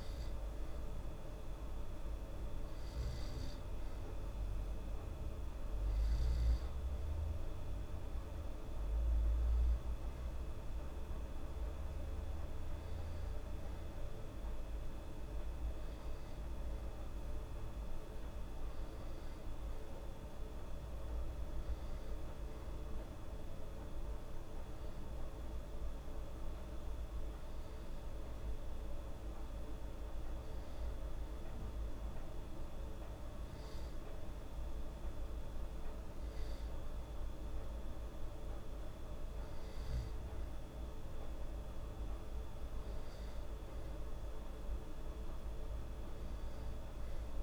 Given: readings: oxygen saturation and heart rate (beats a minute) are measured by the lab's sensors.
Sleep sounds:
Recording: breathing in sleep, hard to hear, by a room microphone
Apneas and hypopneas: none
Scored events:
none scored
From the record:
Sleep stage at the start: N2 (light sleep)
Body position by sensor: on the back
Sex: female

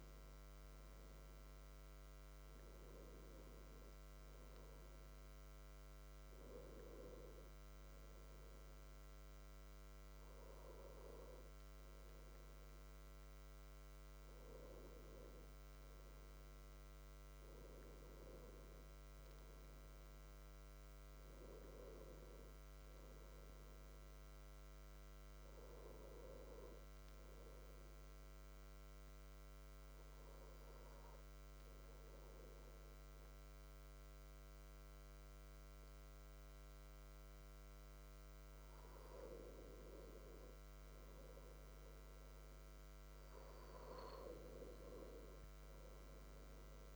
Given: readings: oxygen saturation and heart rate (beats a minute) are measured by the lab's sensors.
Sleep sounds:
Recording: breathing in sleep by a microphone on the trachea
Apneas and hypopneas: 1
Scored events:
18.50-23.00 s: arousal
26.50-38.00 s: obstructive apnea (oxygen 94% before, 91% lowest, heart rate 66 before, 64 extreme, up 2 after)
39.50-43.00 s: arousal
41.00-46.96 s: new sleep stage, N2 (light sleep)
From the record:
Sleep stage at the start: N1 (lightest sleep)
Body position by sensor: on the back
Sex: male

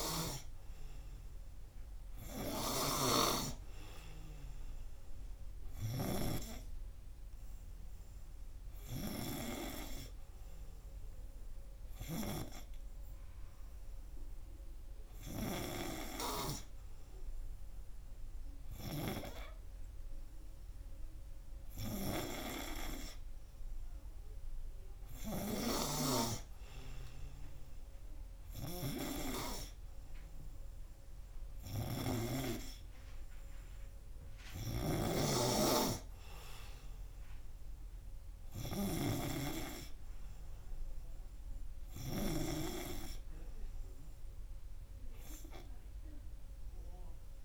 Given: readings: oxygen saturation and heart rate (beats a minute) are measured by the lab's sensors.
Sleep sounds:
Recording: breathing in sleep by a room microphone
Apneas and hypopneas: none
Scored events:
33.50-47.45 s: new sleep stage, N3 (deep sleep)
From the record:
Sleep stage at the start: N2 (light sleep)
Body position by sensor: on the right side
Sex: male

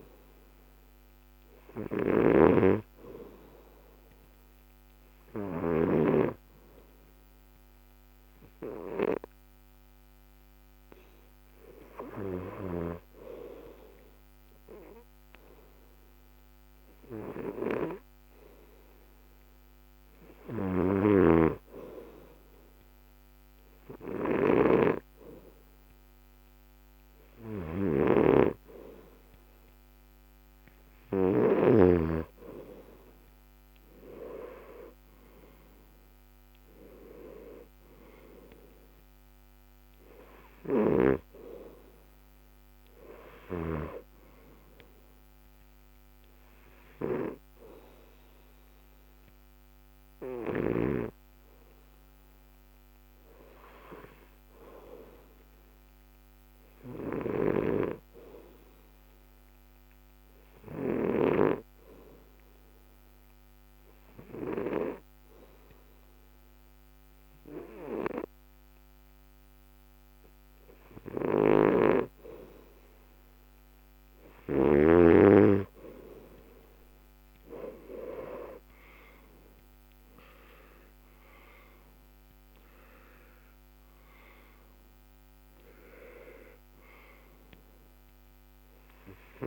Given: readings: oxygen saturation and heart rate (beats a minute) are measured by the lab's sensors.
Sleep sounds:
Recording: breathing in sleep by a microphone on the trachea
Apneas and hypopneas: 2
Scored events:
0.00-6.00 s: snoring (device-marked)
0.00-15.00 s: oxygen desaturation (device-marked, oxygen 97% before, 91% lowest, heart rate 76 before, 69 extreme)
13.00-25.50 s: hypopnea (oxygen 97% before, 90% lowest, heart rate 73 before, 70 extreme, up 4 after)
21.00-32.00 s: snoring (device-marked)
30.00-33.50 s: arousal
57.00-75.50 s: hypopnea (oxygen 95% before, 88% lowest, heart rate 76 before, 69 extreme, up 9 after)
69.00-89.47 s: oxygen desaturation (device-marked, oxygen 95% before, 89% lowest, heart rate 73 before, 67 extreme)
71.00-75.00 s: snoring (device-marked)
77.00-81.00 s: arousal
From the record:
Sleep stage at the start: N2 (light sleep)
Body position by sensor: on the back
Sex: male

